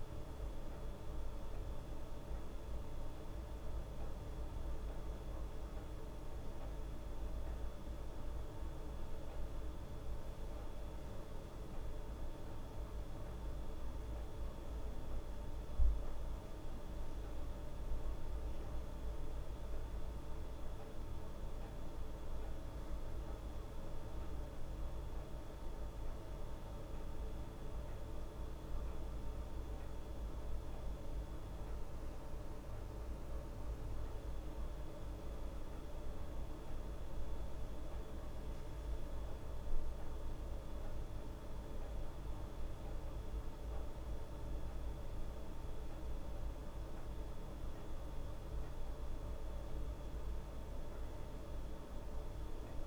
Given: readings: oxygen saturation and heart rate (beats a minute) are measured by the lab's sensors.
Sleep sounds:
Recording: breathing in sleep, hard to hear, by a room microphone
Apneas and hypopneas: none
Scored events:
none scored
From the record:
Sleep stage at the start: N2 (light sleep)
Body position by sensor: on the back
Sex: female

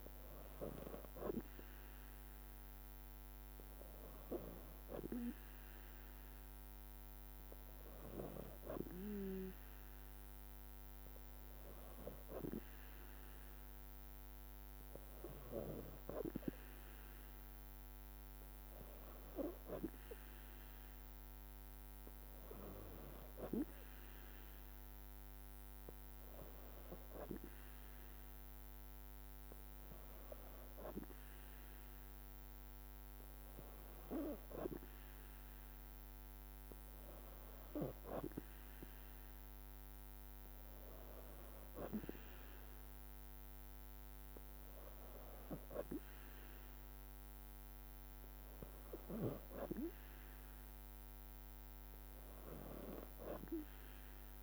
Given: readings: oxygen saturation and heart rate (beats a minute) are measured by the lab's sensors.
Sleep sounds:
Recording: breathing in sleep by a microphone on the trachea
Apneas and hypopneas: none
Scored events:
none scored
From the record:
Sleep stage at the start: N2 (light sleep)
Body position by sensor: on the back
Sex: female

